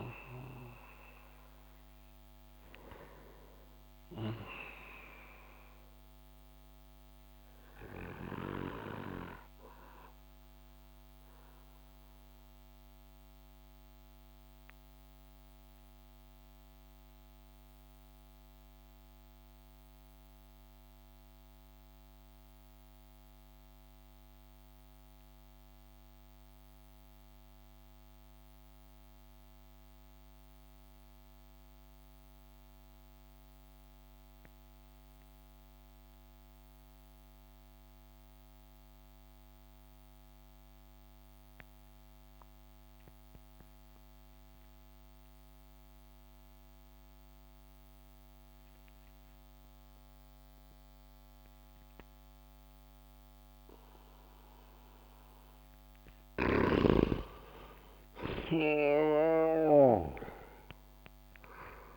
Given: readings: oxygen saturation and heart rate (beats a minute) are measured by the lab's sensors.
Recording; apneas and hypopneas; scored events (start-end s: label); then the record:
breathing in sleep by a microphone on the trachea; 1
0.00-14.00 s: oxygen desaturation (device-marked, oxygen 85% lowest)
11.00-56.50 s: mixed apnea (oxygen 94% before, 86% lowest)
44.00-61.97 s: oxygen desaturation (device-marked, oxygen 98% before, 90% lowest)
56.00-61.97 s: snoring (device-marked)
57.50-61.97 s: arousal
From the record:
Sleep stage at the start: N2 (light sleep); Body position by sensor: on the back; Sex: male